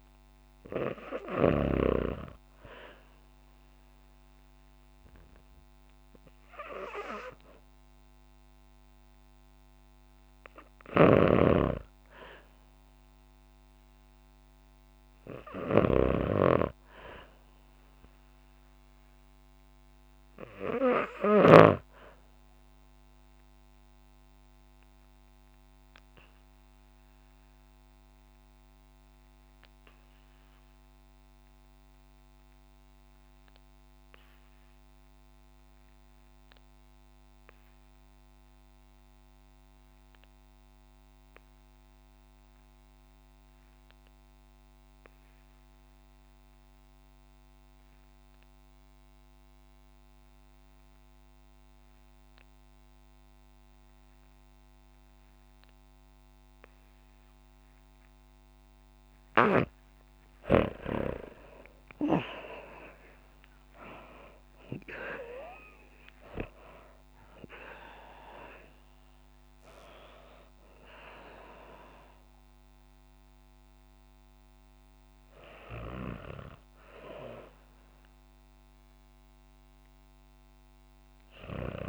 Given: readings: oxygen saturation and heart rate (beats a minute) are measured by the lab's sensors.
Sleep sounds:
breathing in sleep by a microphone on the trachea; 1
0.00-1.50 s: snoring (device-marked)
0.00-4.00 s: oxygen desaturation (device-marked, oxygen 84% lowest, heart rate 58 extreme)
10.50-21.50 s: snoring (device-marked)
24.00-58.50 s: obstructive apnea (oxygen 98% before, 74% lowest, heart rate 63 before, 52 extreme, up 44 after)
42.00-81.89 s: oxygen desaturation (device-marked, oxygen 97% before, 74% lowest, heart rate 58 before, 52 extreme)
60.50-65.50 s: arousal
From the record:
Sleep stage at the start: REM sleep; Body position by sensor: on the back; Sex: female

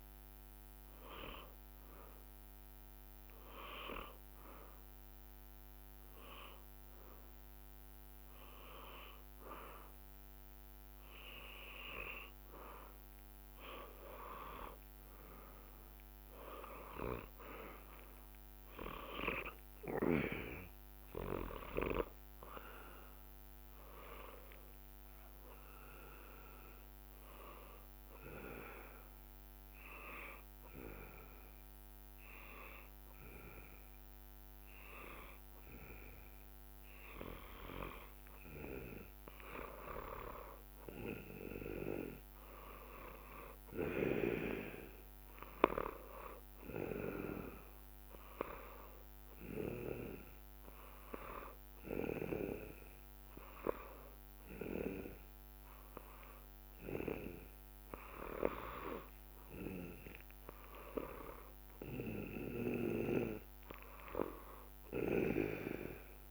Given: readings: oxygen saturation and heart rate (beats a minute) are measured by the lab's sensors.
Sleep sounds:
breathing in sleep by a microphone on the trachea; 3
0.00-3.00 s: drop in pulse transit time (device-marked, heart rate 62 extreme)
1.00-11.00 s: hypopnea (oxygen 98% before, 93% lowest, heart rate 64 before, 59 extreme, up 9 after)
2.00-6.00 s: bradycardia (device-marked, heart rate 73 before, 59 extreme)
13.50-18.00 s: arousal
27.00-38.50 s: hypopnea (oxygen 97% before, 93% lowest, heart rate 64 before, 60 extreme, up 12 after)
40.50-44.00 s: arousal
49.00-59.00 s: hypopnea (oxygen 96% before, 93% lowest, heart rate 66 before, 60 extreme, up 13 after)
58.00-60.00 s: long interval between heartbeats (device-marked, heart rate 65 before, 64 extreme)
60.00-66.31 s: drop in pulse transit time (device-marked, heart rate 65 before, 60 extreme)
61.50-65.00 s: arousal
From the record:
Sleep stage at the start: N2 (light sleep); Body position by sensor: on the back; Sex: male

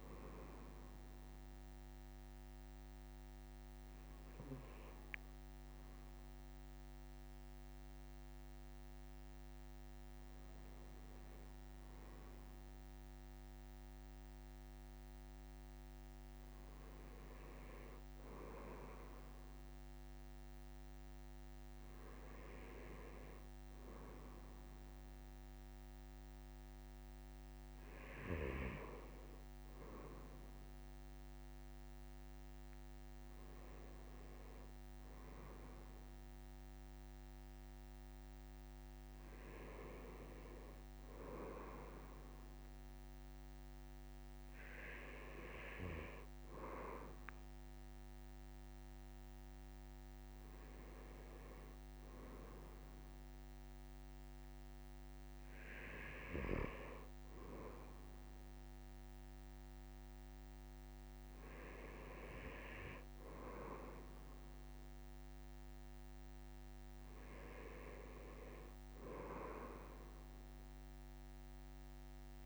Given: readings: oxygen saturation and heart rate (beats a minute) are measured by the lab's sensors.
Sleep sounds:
breathing in sleep by a microphone on the trachea; none
11.50-12.50 s: leg movement (device-marked)
16.50-18.00 s: leg movement (device-marked)
From the record:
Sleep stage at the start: N2 (light sleep); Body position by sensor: on the right side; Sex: male

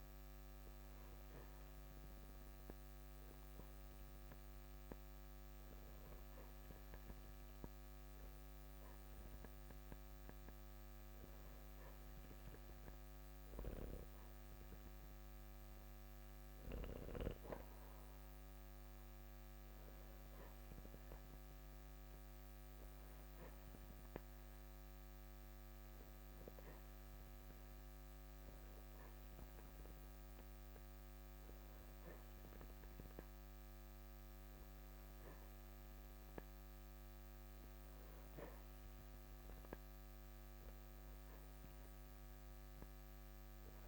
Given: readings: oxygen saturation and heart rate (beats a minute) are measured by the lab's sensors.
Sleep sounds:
breathing in sleep, hard to hear, by a microphone on the trachea; none
none scored
From the record:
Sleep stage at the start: N3 (deep sleep); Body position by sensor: on the back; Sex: male

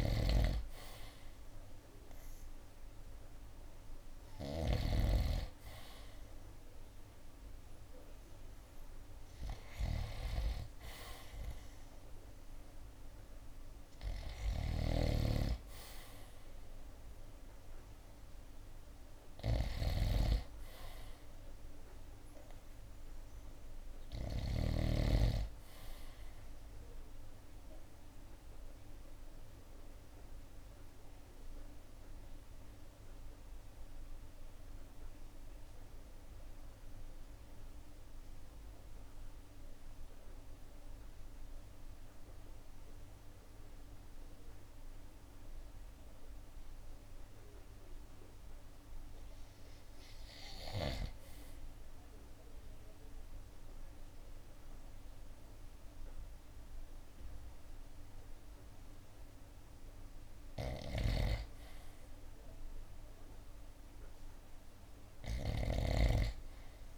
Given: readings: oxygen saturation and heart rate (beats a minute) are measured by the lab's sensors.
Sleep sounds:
breathing in sleep by a room microphone; 1
0.00-5.00 s: snoring (device-marked)
0.00-8.00 s: drop in pulse transit time (device-marked, heart rate 74 extreme)
0.00-16.00 s: oxygen desaturation (device-marked, oxygen 77% lowest, heart rate 62 extreme)
14.50-25.00 s: snoring (device-marked)
28.00-48.50 s: mixed apnea (oxygen 93% before, 76% lowest, heart rate 74 before, 60 extreme, up 14 after)
52.00-66.98 s: oxygen desaturation (device-marked, oxygen 94% before, 79% lowest, heart rate 64 before, 60 extreme)
From the record:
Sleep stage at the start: REM sleep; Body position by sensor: on the right side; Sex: male

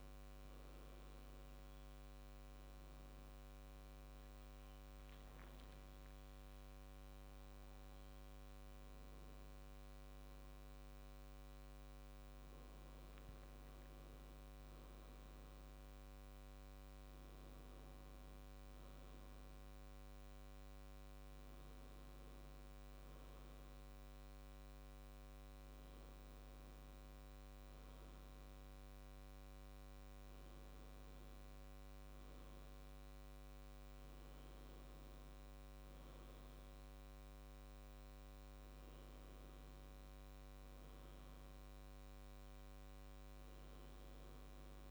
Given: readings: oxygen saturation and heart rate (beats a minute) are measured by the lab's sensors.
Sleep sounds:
a person partly awake in a sleep study, hard to hear, by a microphone on the trachea; none
13.00-44.91 s: new sleep stage, N2 (light sleep)
From the record:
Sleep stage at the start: awake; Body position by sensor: on the back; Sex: male

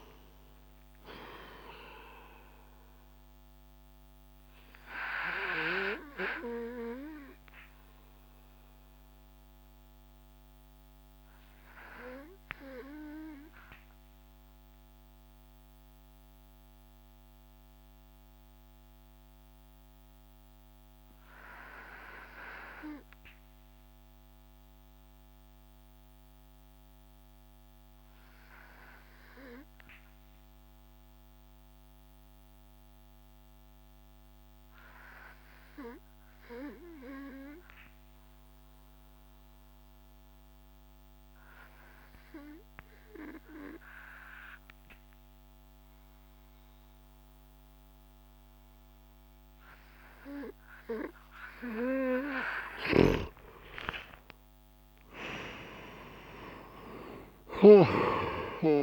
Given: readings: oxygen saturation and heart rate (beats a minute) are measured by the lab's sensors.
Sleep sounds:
breathing in sleep by a microphone on the trachea; 1
0.00-6.00 s: oxygen desaturation (device-marked, oxygen 94% lowest)
5.00-50.50 s: obstructive apnea (oxygen 98% before, 90% lowest)
8.00-29.00 s: oxygen desaturation (device-marked, oxygen 95% before, 91% lowest)
52.50-58.00 s: arousal
From the record:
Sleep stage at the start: N2 (light sleep); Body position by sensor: on the back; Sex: male

